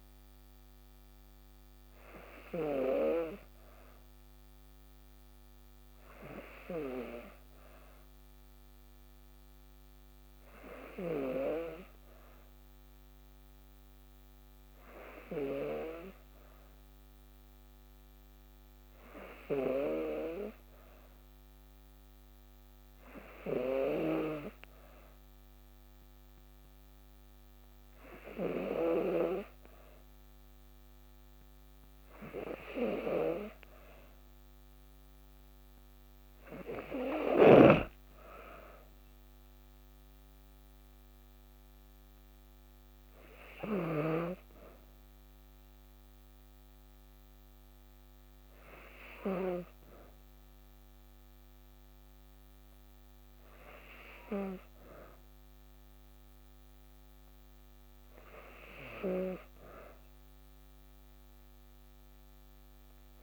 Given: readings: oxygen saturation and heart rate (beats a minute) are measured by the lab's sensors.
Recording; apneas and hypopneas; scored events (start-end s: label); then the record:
breathing in sleep by a microphone on the trachea; none
none scored
From the record:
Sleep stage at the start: N2 (light sleep); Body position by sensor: on the back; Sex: female